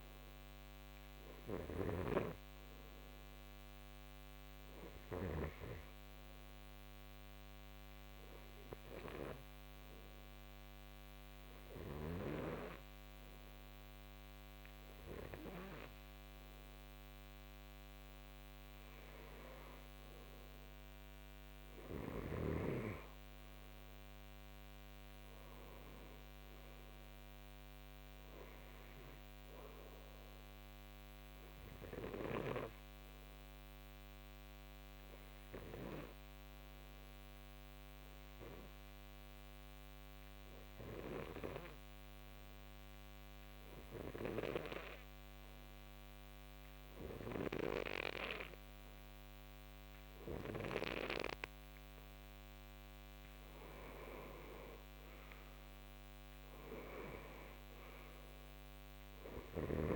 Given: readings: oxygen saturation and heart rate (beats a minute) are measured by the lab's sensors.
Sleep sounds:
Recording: breathing in sleep by a microphone on the trachea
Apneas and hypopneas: 2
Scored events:
0.00-12.50 s: oxygen desaturation (device-marked, oxygen 90% lowest, heart rate 58 extreme)
5.50-19.00 s: hypopnea (oxygen 95% before, 87% lowest, heart rate 64 before, 63 extreme, up 5 after)
21.50-26.00 s: arousal
24.50-33.50 s: oxygen desaturation (device-marked, oxygen 92% before, 89% lowest, heart rate 63 before, 63 extreme)
30.00-49.50 s: obstructive apnea (oxygen 92% before, 85% lowest, heart rate 65 before, 59 extreme, up 6 after)
50.50-59.96 s: oxygen desaturation (device-marked, oxygen 94% before, 87% lowest, heart rate 65 before, 59 extreme)
54.00-58.50 s: arousal
From the record:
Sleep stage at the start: N2 (light sleep)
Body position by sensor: on the back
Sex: male

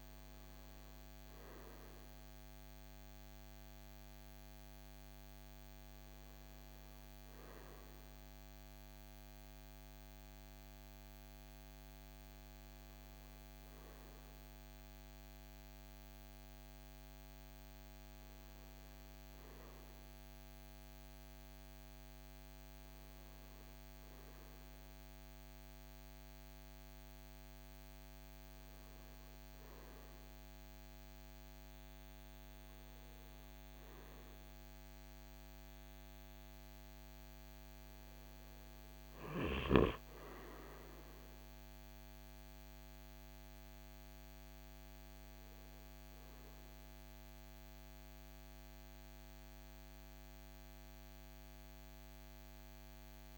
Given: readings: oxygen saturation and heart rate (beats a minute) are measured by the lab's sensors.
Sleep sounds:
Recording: breathing in sleep, hard to hear, by a microphone on the trachea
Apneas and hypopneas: none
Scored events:
none scored
From the record:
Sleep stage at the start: N2 (light sleep)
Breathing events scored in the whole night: 68 in 7.1 hours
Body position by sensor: on the right side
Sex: male

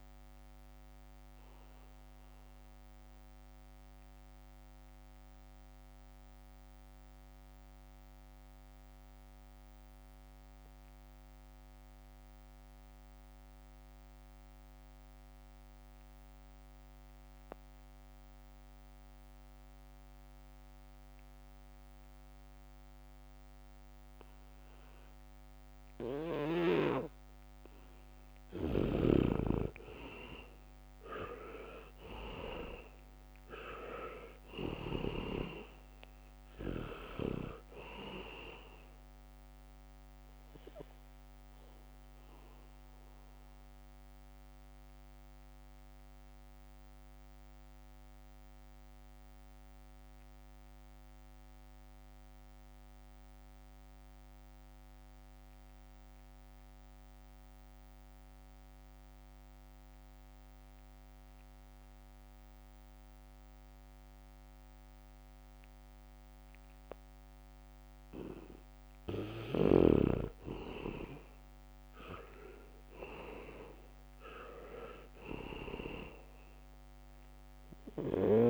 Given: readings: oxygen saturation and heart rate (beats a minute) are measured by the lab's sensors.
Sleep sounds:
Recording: breathing in sleep by a microphone on the trachea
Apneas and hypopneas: 2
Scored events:
0.00-17.00 s: oxygen desaturation (device-marked, oxygen 79% lowest, heart rate 65 extreme)
1.50-27.50 s: mixed apnea (oxygen 98% before, 79% lowest, heart rate 70 before, 65 extreme, up 0 after)
21.50-23.00 s: leg movement (device-marked)
22.00-55.00 s: oxygen desaturation (device-marked, oxygen 99% before, 79% lowest, heart rate 72 before, 65 extreme)
25.50-35.50 s: leg movement (device-marked)
29.00-35.50 s: snoring (device-marked)
30.00-35.00 s: arousal
35.50-42.50 s: leg movement (device-marked)
43.50-68.00 s: mixed apnea (oxygen 99% before, 79% lowest, heart rate 69 before, 68 extreme)
66.00-78.50 s: oxygen desaturation (device-marked, oxygen 99% before, 79% lowest, heart rate 70 before, 67 extreme)
71.50-75.00 s: arousal
From the record:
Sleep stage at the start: N2 (light sleep)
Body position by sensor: on the back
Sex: male

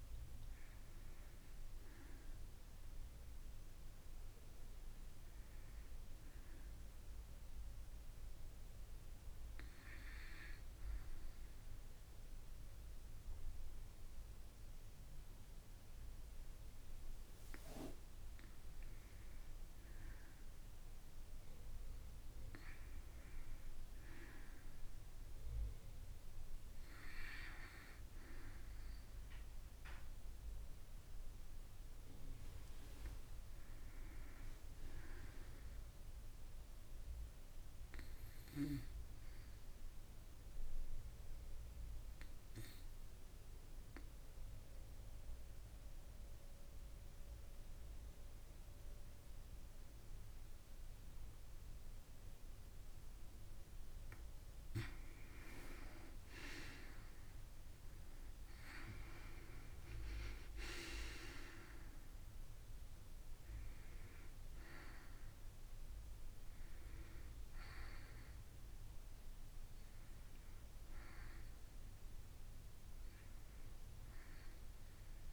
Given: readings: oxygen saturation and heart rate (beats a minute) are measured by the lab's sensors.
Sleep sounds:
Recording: breathing in sleep by a room microphone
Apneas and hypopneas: 2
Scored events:
4.50-23.50 s: oxygen desaturation (device-marked, oxygen 96% before, 93% lowest, heart rate 66 before, 54 extreme)
7.00-19.50 s: hypopnea (oxygen 96% before, 93% lowest, heart rate 67 before, 54 extreme, up 10 after)
24.50-27.50 s: arousal
40.00-53.50 s: obstructive apnea (oxygen 96% before, 92% lowest, heart rate 58 before, 54 extreme, up 4 after)
55.00-59.00 s: arousal
From the record:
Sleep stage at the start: N2 (light sleep)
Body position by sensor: on the back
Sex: female

